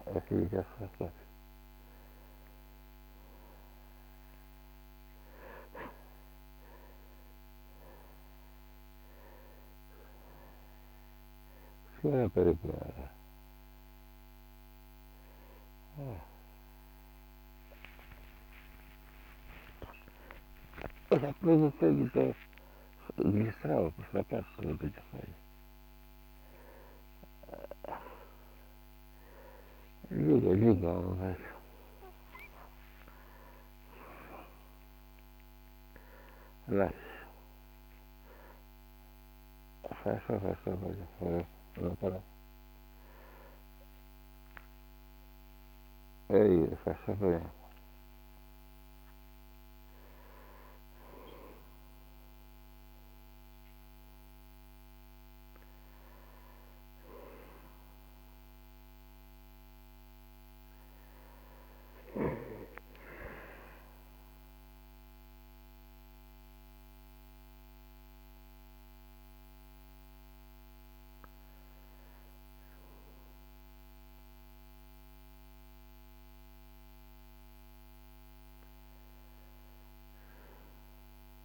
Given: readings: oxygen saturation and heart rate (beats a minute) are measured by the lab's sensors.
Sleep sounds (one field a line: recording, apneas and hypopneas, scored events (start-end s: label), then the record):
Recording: a person awake in a sleep study, by a microphone on the trachea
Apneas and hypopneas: none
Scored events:
none scored
From the record:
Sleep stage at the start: awake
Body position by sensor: on the back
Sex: male